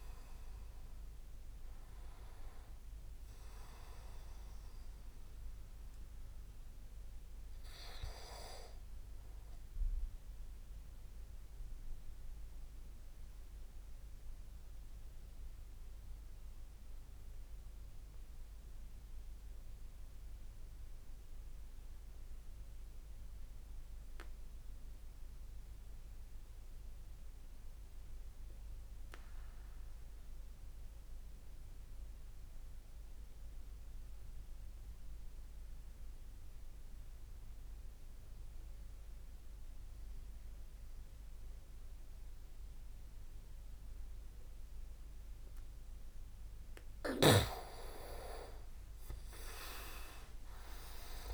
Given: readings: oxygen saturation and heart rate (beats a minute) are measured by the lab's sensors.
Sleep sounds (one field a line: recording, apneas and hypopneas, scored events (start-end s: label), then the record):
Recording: breathing in sleep by a room microphone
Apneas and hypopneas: 1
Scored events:
0.00-6.00 s: oxygen desaturation (device-marked, oxygen 89% lowest)
10.00-46.50 s: mixed apnea (oxygen 96% before, 88% lowest)
38.00-51.34 s: oxygen desaturation (device-marked, oxygen 98% before, 88% lowest)
49.00-51.34 s: arousal
49.00-51.34 s: leg movement (device-marked)
From the record:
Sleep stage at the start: N2 (light sleep)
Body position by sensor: on the back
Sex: male